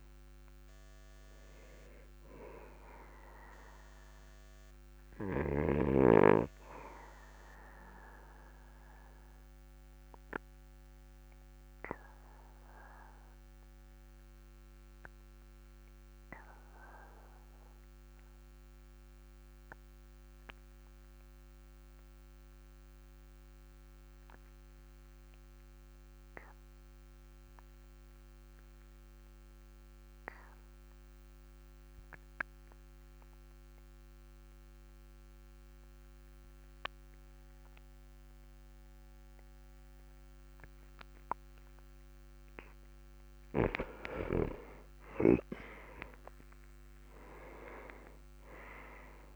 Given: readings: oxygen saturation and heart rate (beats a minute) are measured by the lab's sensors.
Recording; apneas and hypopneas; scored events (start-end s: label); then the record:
breathing in sleep by a microphone on the trachea; 1
10.00-42.50 s: obstructive apnea (oxygen 99% before, 92% lowest, heart rate 50 before, 41 extreme, up 9 after)
44.50-49.00 s: arousal
From the record:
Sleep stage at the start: N2 (light sleep); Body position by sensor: on the back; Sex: male